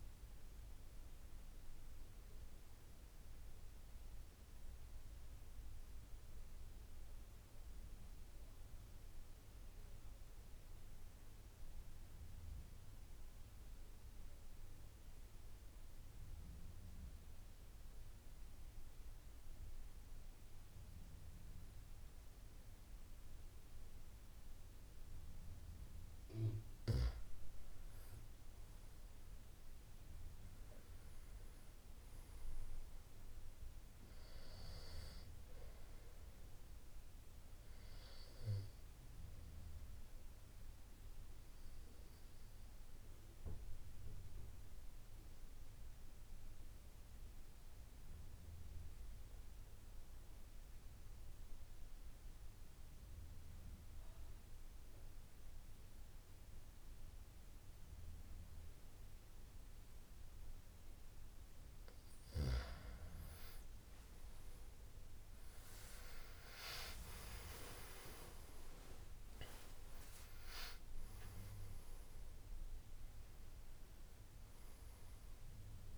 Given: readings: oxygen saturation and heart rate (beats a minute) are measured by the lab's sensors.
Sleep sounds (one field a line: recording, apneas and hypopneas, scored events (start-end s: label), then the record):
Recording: breathing in sleep by a room microphone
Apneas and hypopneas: 2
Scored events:
0.00-18.50 s: oxygen desaturation (device-marked, oxygen 88% lowest, heart rate 64 extreme)
4.50-25.50 s: obstructive apnea (oxygen 95% before, 85% lowest, heart rate 82 before, 66 extreme, up 14 after)
27.50-52.50 s: oxygen desaturation (device-marked, oxygen 97% before, 88% lowest, heart rate 72 before, 66 extreme)
28.50-32.00 s: arousal
38.50-60.00 s: obstructive apnea (oxygen 97% before, 85% lowest, heart rate 80 before, 62 extreme, up 12 after)
59.50-75.98 s: oxygen desaturation (device-marked, oxygen 96% before, 85% lowest, heart rate 74 before, 61 extreme)
64.50-70.00 s: arousal
From the record:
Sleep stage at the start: N2 (light sleep)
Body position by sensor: on the back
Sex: male